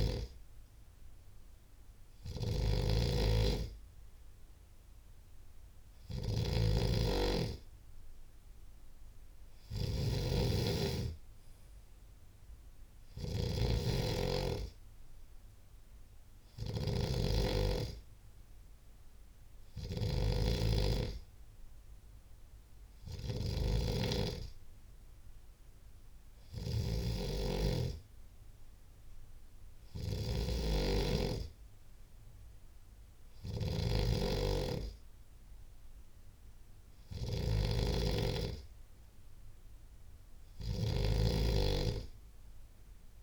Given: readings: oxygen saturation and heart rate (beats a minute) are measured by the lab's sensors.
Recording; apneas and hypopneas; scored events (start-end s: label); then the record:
breathing in sleep by a room microphone; none
none scored
From the record:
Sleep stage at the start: N3 (deep sleep); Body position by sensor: on the left side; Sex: male